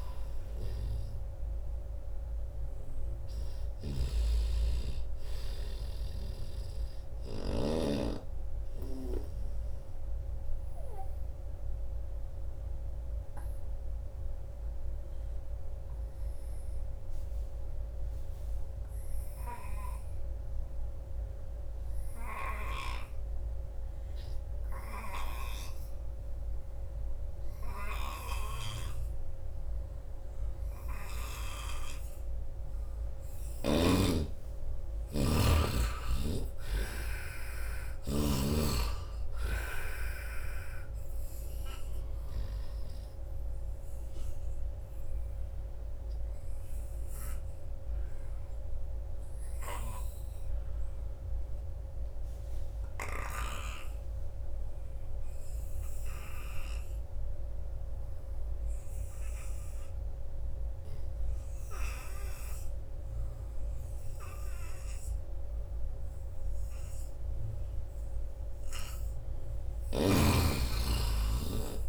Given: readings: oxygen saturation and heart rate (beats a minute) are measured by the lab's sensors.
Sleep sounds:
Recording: breathing in sleep by a room microphone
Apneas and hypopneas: 2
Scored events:
0.00-4.00 s: snoring (device-marked)
0.00-14.00 s: oxygen desaturation (device-marked, oxygen 72% lowest, heart rate 76 extreme)
8.00-32.00 s: obstructive apnea (oxygen 97% before, 72% lowest, heart rate 89 before, 78 extreme, up 9 after)
28.00-54.00 s: oxygen desaturation (device-marked, oxygen 98% before, 81% lowest, heart rate 89 before, 79 extreme)
35.50-38.50 s: arousal
41.50-67.50 s: obstructive apnea (oxygen 99% before, 78% lowest, heart rate 85 before, 79 extreme, up 3 after)
67.00-71.89 s: oxygen desaturation (device-marked, oxygen 97% before, 78% lowest, heart rate 87 before, 82 extreme)
69.50-71.89 s: arousal
69.50-71.89 s: snoring (device-marked)
From the record:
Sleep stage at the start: N2 (light sleep)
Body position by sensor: on the right side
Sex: male

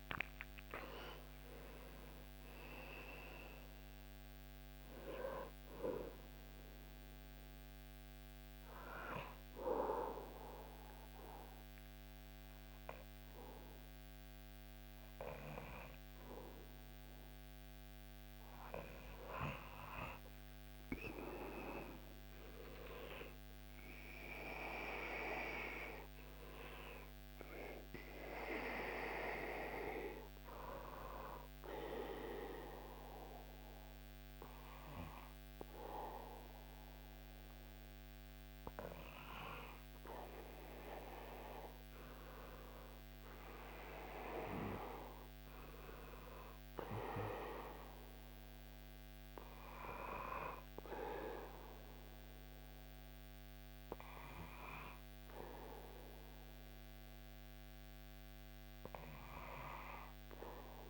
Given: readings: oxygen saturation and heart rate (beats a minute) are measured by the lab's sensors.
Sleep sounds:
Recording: breathing in sleep by a microphone on the trachea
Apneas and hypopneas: 1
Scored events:
0.00-27.50 s: oxygen desaturation (device-marked, oxygen 74% lowest, heart rate 70 extreme)
9.00-19.00 s: obstructive apnea (oxygen 95% before, 74% lowest, heart rate 86 before, 78 extreme, up 7 after)
27.50-34.50 s: arousal
47.50-60.90 s: new sleep stage, REM sleep
From the record:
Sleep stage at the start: N2 (light sleep)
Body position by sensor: on the back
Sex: male

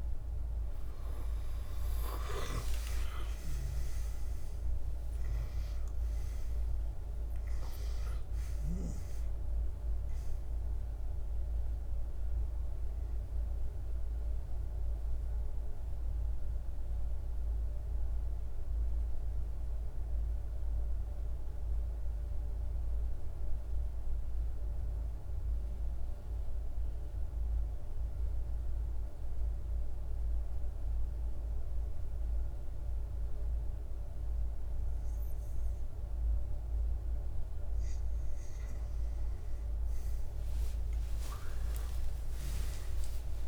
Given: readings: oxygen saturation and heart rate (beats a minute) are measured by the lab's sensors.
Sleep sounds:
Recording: breathing in sleep, hard to hear, by a room microphone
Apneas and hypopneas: 1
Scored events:
0.00-24.00 s: oxygen desaturation (device-marked, oxygen 91% lowest, heart rate 50 extreme)
1.00-7.00 s: arousal
13.50-37.50 s: mixed apnea (oxygen 97% before, 91% lowest, heart rate 66 before, 50 extreme)
40.00-43.48 s: arousal
40.00-43.48 s: oxygen desaturation (device-marked, oxygen 98% before, 92% lowest, heart rate 51 before, 48 extreme)
From the record:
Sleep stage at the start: N2 (light sleep)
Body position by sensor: on the back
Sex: male

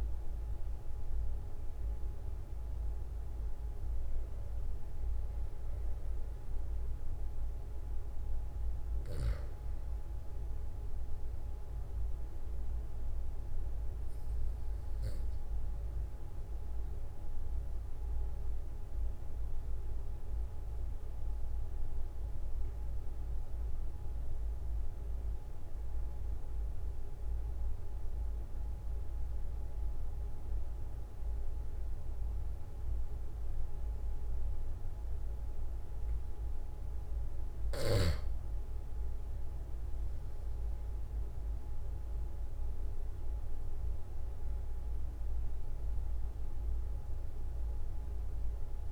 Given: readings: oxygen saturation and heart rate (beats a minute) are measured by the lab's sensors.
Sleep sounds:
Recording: breathing in sleep, hard to hear, by a room microphone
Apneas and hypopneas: 1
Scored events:
12.50-35.50 s: obstructive apnea (oxygen 96% before, 92% lowest, heart rate 46 before, 44 extreme, up 3 after)
38.50-43.00 s: arousal
40.00-48.92 s: oxygen desaturation (device-marked, oxygen 96% before, 93% lowest, heart rate 45 before, 43 extreme)
From the record:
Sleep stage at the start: REM sleep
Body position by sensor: on the back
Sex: male

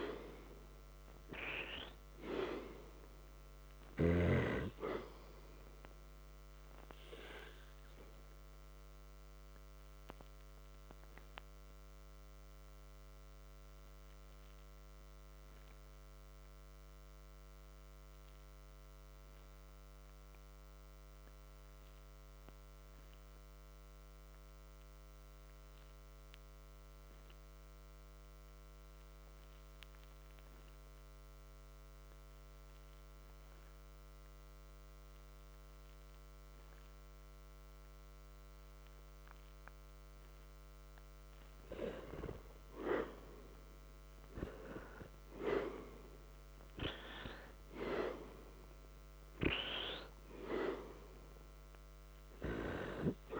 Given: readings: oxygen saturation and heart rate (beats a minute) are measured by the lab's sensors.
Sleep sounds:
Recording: breathing in sleep by a microphone on the trachea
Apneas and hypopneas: 1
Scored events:
0.00-1.00 s: arousal
1.50-11.50 s: oxygen desaturation (device-marked, oxygen 98% before, 94% lowest, heart rate 55 before, 53 extreme)
8.00-40.00 s: hypopnea (oxygen 98% before, 87% lowest, heart rate 55 before, 50 extreme, up 6 after)
25.50-38.50 s: oxygen desaturation (device-marked, oxygen 95% before, 87% lowest, heart rate 58 before, 50 extreme)
46.00-51.00 s: arousal
From the record:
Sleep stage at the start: N2 (light sleep)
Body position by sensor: on the back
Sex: male

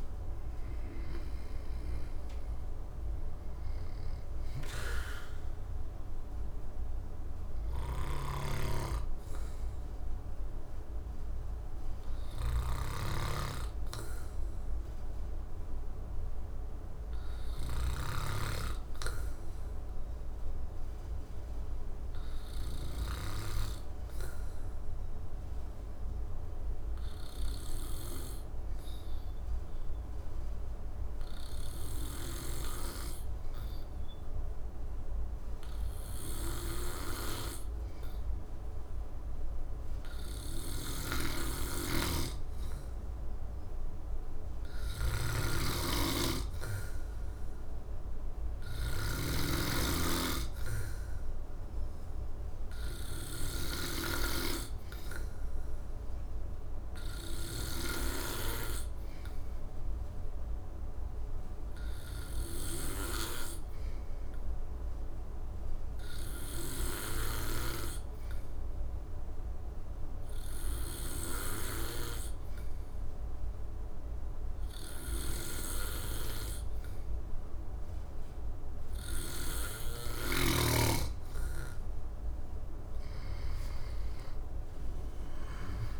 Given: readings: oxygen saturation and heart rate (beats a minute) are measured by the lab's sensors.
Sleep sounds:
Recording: breathing in sleep by a room microphone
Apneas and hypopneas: 1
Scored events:
0.00-6.00 s: oxygen desaturation (device-marked, oxygen 92% lowest, heart rate 59 extreme)
7.50-18.00 s: snoring (device-marked)
9.00-80.00 s: obstructive apnea (oxygen 96% before, 92% lowest, heart rate 71 before, 58 extreme, up 10 after)
41.50-49.00 s: snoring (device-marked)
83.00-86.00 s: arousal
From the record:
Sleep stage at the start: N2 (light sleep)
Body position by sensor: on the back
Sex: male

